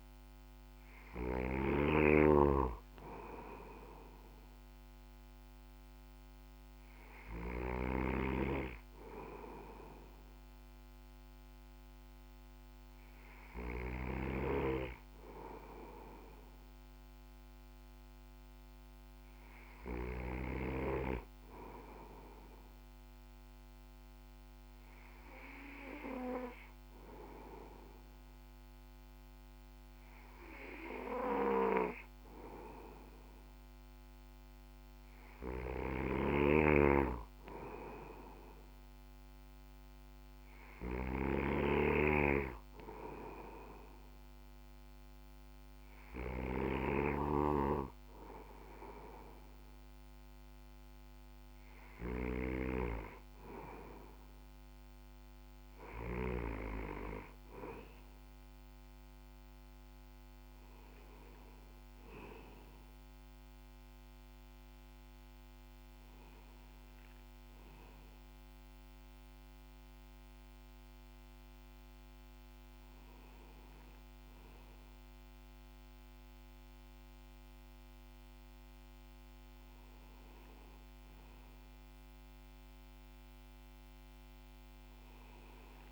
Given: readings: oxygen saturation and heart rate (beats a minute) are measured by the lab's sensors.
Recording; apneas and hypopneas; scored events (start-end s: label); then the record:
breathing in sleep by a microphone on the trachea; 1
0.00-1.00 s: snoring (device-marked)
7.00-13.50 s: snoring (device-marked)
18.00-50.00 s: hypopnea (oxygen 97% before, 96% lowest, heart rate 57 before, 57 extreme, up 7 after)
35.00-56.00 s: snoring (device-marked)
53.50-58.00 s: arousal
From the record:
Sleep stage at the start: N2 (light sleep); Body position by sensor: on the back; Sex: male